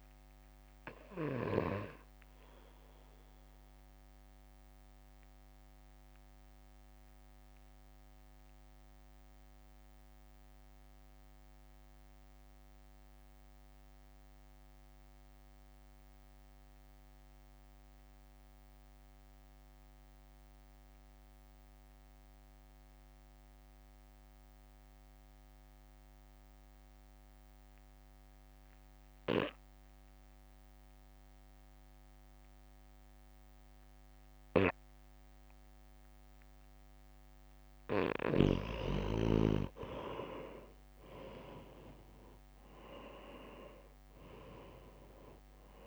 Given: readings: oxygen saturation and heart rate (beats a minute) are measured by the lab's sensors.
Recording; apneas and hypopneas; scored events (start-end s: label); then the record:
breathing in sleep by a microphone on the trachea; 1
0.00-8.50 s: drop in pulse transit time (device-marked, heart rate 52 extreme)
0.00-25.50 s: oxygen desaturation (device-marked, oxygen 87% lowest, heart rate 51 extreme)
2.50-37.00 s: mixed apnea (oxygen 98% before, 87% lowest, heart rate 57 before, 51 extreme, up 3 after)
39.50-45.87 s: oxygen desaturation (device-marked, oxygen 97% before, 90% lowest, heart rate 61 before, 52 extreme)
40.50-44.00 s: arousal
40.50-45.87 s: drop in pulse transit time (device-marked, heart rate 61 before, 53 extreme)
From the record:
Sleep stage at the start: N2 (light sleep); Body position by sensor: on the right side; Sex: male